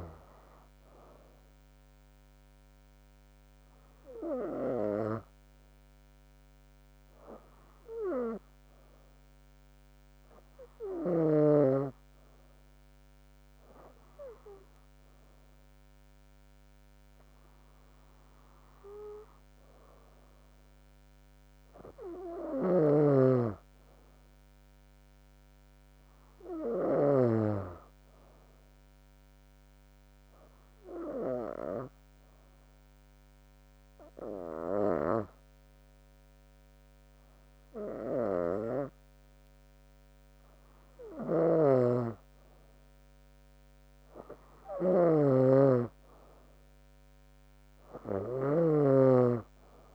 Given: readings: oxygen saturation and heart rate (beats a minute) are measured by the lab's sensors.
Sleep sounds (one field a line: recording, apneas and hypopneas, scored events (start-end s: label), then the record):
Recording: breathing in sleep by a microphone on the trachea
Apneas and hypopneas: 2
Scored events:
2.00-13.00 s: hypopnea (oxygen 96% before, 92% lowest, heart rate 70 before, 63 extreme, up 20 after)
13.00-15.00 s: long interval between heartbeats (device-marked, heart rate 69 before, 80 extreme)
16.00-20.50 s: arousal
16.50-18.50 s: long interval between heartbeats (device-marked, heart rate 71 before, 90 extreme)
30.00-41.50 s: hypopnea (oxygen 98% before, 94% lowest, heart rate 76 before, 66 extreme, up 14 after)
45.00-49.95 s: arousal
47.50-49.50 s: long interval between heartbeats (device-marked, heart rate 67 before, 79 extreme)
From the record:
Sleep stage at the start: N2 (light sleep)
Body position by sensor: on the back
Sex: female